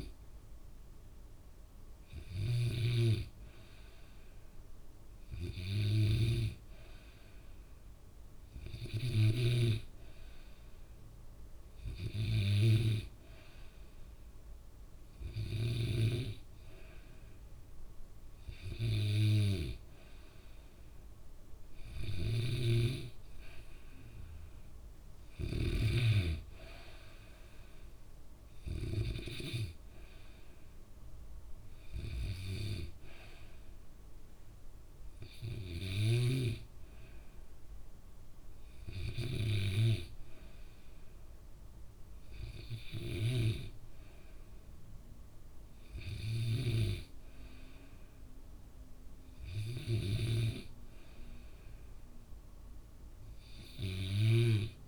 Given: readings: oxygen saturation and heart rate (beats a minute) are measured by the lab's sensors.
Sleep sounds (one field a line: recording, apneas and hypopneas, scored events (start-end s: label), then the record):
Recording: breathing in sleep by a room microphone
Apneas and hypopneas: none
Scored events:
2.50-16.00 s: snoring (device-marked)
22.50-26.00 s: snoring (device-marked)
36.00-47.00 s: snoring (device-marked)
From the record:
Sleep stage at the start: N2 (light sleep)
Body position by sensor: on the back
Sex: male